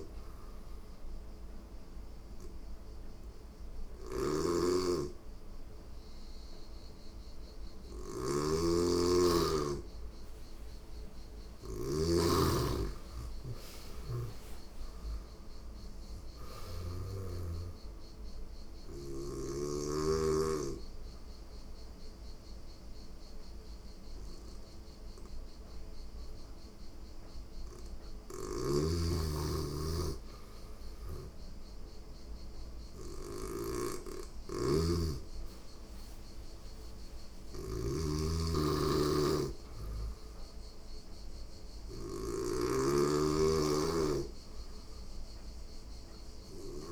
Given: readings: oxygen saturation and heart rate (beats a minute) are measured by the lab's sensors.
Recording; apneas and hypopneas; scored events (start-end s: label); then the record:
breathing in sleep by a room microphone; 2
0.50-10.50 s: obstructive apnea (oxygen 98% before, 90% lowest, heart rate 87 before, 86 extreme, up 4 after)
3.50-16.50 s: snoring (device-marked)
12.50-16.00 s: arousal
17.50-28.00 s: obstructive apnea (oxygen 98% before, 90% lowest, heart rate 87 before, 86 extreme, up 11 after)
24.50-36.50 s: oxygen desaturation (device-marked, oxygen 95% before, 91% lowest, heart rate 89 before, 86 extreme)
29.00-33.50 s: arousal
32.50-46.92 s: snoring (device-marked)
42.50-46.92 s: oxygen desaturation (device-marked, oxygen 96% before, 93% lowest, heart rate 91 before, 86 extreme)
From the record:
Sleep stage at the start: N2 (light sleep); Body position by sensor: on the back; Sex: female